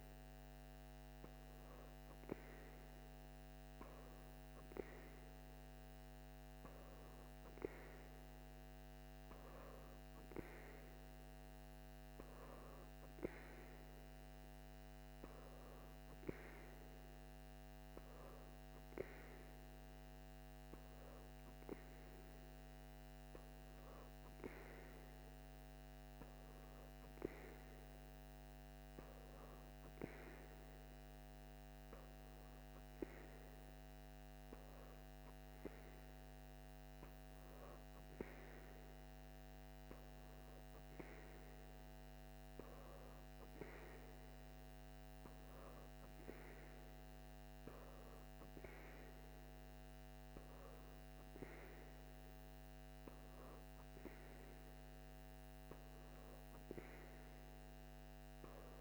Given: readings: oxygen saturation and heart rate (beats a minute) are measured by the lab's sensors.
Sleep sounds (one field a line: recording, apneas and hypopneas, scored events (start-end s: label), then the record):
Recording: breathing in sleep, hard to hear, by a microphone on the trachea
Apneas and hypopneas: none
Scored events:
none scored
From the record:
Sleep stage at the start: N3 (deep sleep)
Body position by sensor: on the back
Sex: female